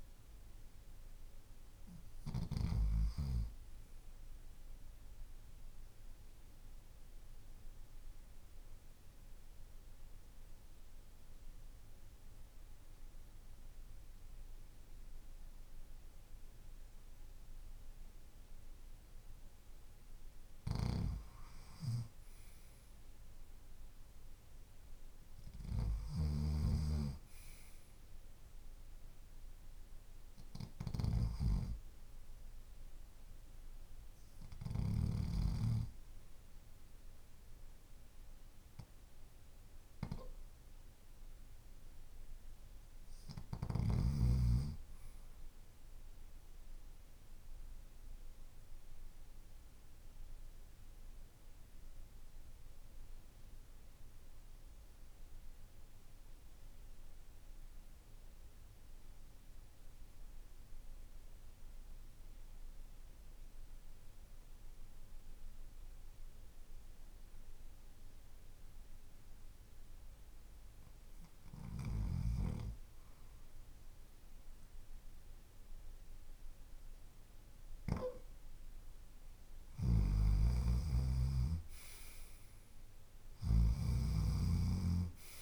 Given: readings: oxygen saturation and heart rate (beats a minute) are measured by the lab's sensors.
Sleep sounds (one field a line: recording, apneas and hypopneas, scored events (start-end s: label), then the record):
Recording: breathing in sleep by a room microphone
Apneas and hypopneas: 2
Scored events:
1.00-18.00 s: oxygen desaturation (device-marked, oxygen 97% before, 92% lowest, heart rate 54 before, 47 extreme)
6.00-21.00 s: obstructive apnea (oxygen 97% before, 91% lowest, heart rate 53 before, 47 extreme, up 6 after)
20.00-26.00 s: snoring (device-marked)
24.00-28.50 s: arousal
46.50-71.50 s: obstructive apnea (oxygen 97% before, 86% lowest, heart rate 53 before, 49 extreme, up 5 after)
48.00-65.00 s: oxygen desaturation (device-marked, oxygen 96% before, 92% lowest, heart rate 52 before, 49 extreme)
76.00-85.42 s: oxygen desaturation (device-marked, oxygen 94% before, 86% lowest, heart rate 51 before, 53 extreme)
77.00-81.50 s: arousal
79.50-85.42 s: snoring (device-marked)
From the record:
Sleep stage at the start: REM sleep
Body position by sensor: on the left side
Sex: male